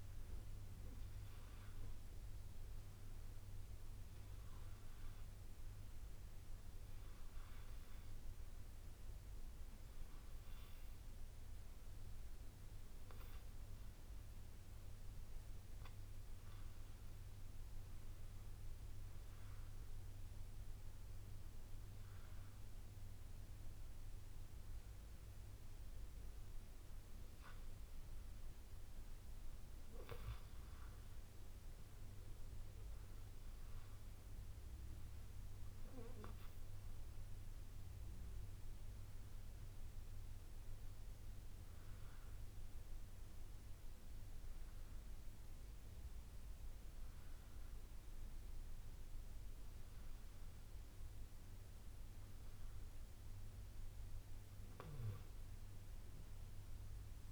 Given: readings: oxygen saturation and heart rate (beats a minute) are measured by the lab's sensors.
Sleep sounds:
breathing in sleep, hard to hear, by a room microphone; none
8.00-57.32 s: new sleep stage, N2 (light sleep)
14.00-16.00 s: long interval between heartbeats (device-marked, heart rate 66 before, 67 extreme)
From the record:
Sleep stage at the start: N1 (lightest sleep); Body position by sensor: on the back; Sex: male

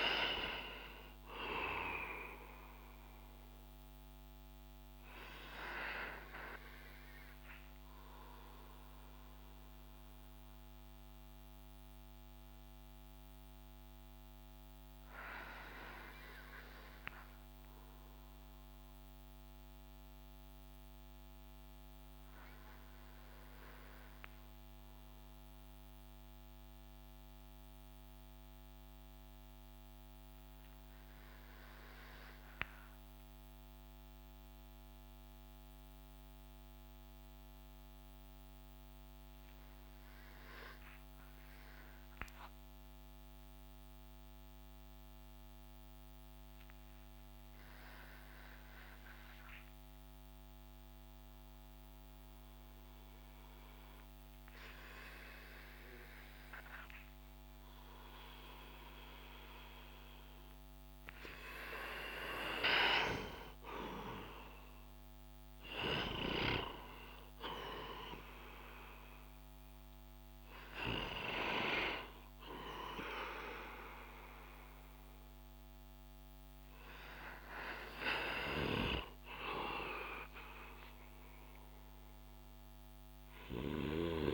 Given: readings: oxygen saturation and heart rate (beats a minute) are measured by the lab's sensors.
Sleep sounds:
breathing in sleep by a microphone on the trachea; 1
0.00-24.50 s: oxygen desaturation (device-marked, oxygen 90% lowest)
3.00-61.50 s: obstructive apnea (oxygen 97% before, 90% lowest)
58.50-76.50 s: oxygen desaturation (device-marked, oxygen 96% before, 93% lowest)
63.00-66.00 s: arousal
78.00-81.50 s: arousal
81.50-84.34 s: oxygen desaturation (device-marked, oxygen 94% before, 90% lowest)
From the record:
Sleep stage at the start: N2 (light sleep); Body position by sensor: on the back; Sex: male

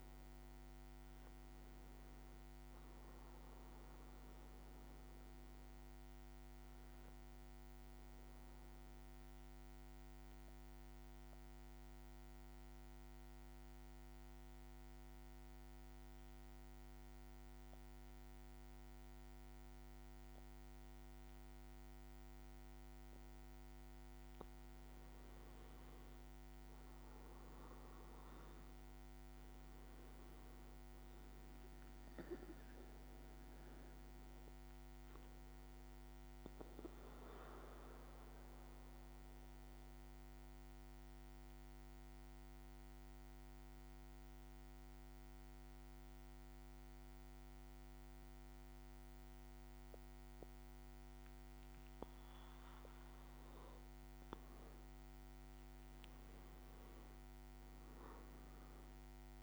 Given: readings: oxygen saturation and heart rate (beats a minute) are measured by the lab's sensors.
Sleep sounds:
breathing in sleep, hard to hear, by a microphone on the trachea; 2
9.00-24.00 s: mixed apnea (oxygen 97% before, 94% lowest, heart rate 57 before, 53 extreme, up 6 after)
24.00-27.50 s: leg movement (device-marked)
25.50-29.50 s: arousal
29.50-50.50 s: oxygen desaturation (device-marked, oxygen 98% before, 94% lowest, heart rate 55 before, 53 extreme)
36.50-52.00 s: obstructive apnea (oxygen 98% before, 94% lowest, heart rate 57 before, 53 extreme, up 7 after)
52.50-55.50 s: leg movement (device-marked)
56.00-59.43 s: arousal
From the record:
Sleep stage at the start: N2 (light sleep); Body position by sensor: on the back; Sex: male

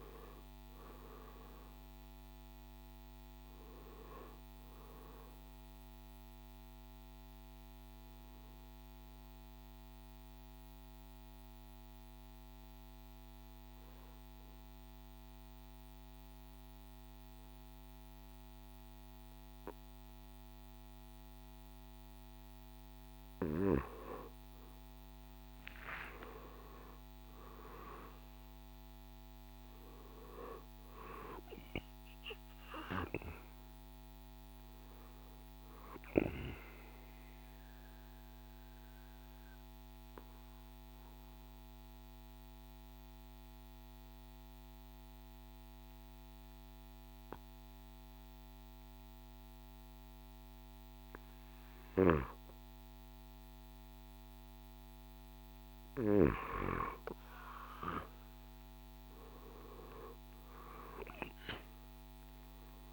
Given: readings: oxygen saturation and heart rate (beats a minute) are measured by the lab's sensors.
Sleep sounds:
breathing in sleep by a microphone on the trachea; 2
0.50-14.50 s: drop in pulse transit time (device-marked, heart rate 62 before, 55 extreme)
2.50-25.50 s: oxygen desaturation (device-marked, oxygen 95% before, 89% lowest, heart rate 62 before, 55 extreme)
8.00-23.00 s: obstructive apnea (oxygen 97% before, 89% lowest, heart rate 63 before, 55 extreme, up 11 after)
25.00-29.50 s: arousal
28.50-41.50 s: drop in pulse transit time (device-marked, heart rate 60 before, 62 extreme)
36.50-52.50 s: oxygen desaturation (device-marked, oxygen 97% before, 91% lowest, heart rate 64 before, 57 extreme)
36.50-54.50 s: obstructive apnea (oxygen 97% before, 90% lowest, heart rate 64 before, 57 extreme, up 8 after)
58.50-62.93 s: arousal
59.50-62.93 s: drop in pulse transit time (device-marked, heart rate 59 before, 60 extreme)
61.50-62.93 s: oxygen desaturation (device-marked, oxygen 97% before, 90% lowest, heart rate 59 before, 56 extreme)
From the record:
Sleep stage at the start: N2 (light sleep); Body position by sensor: on the back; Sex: male

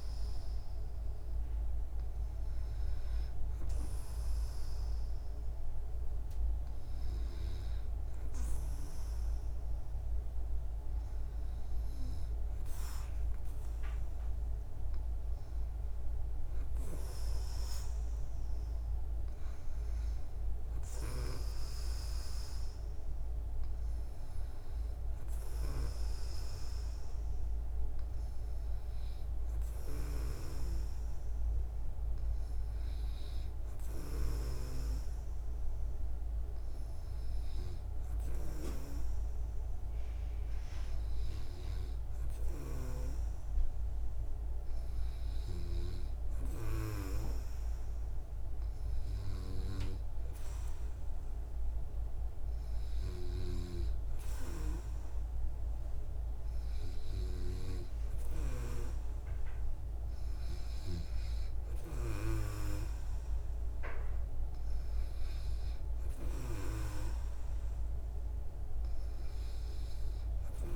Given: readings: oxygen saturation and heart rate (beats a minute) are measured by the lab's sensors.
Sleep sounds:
breathing in sleep by a room microphone; none
none scored
From the record:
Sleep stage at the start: N2 (light sleep); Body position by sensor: on the back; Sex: female

